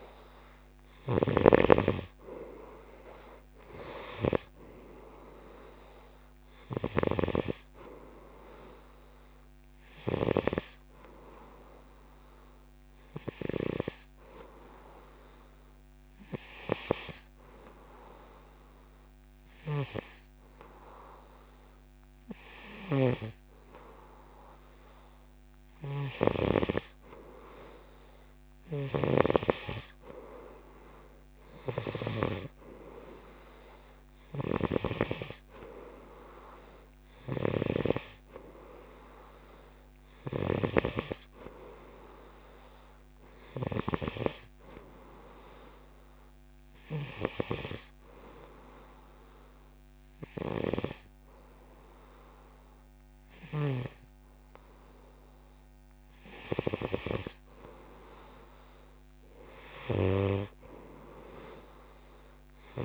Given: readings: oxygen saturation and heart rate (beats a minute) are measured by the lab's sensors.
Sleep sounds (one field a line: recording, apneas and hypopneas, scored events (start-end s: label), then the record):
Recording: breathing in sleep by a microphone on the trachea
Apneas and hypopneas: none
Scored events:
0.00-10.50 s: snoring (device-marked)
19.50-26.50 s: snoring (device-marked)
28.50-44.00 s: snoring (device-marked)
From the record:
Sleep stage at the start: N2 (light sleep)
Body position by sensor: on the right side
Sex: male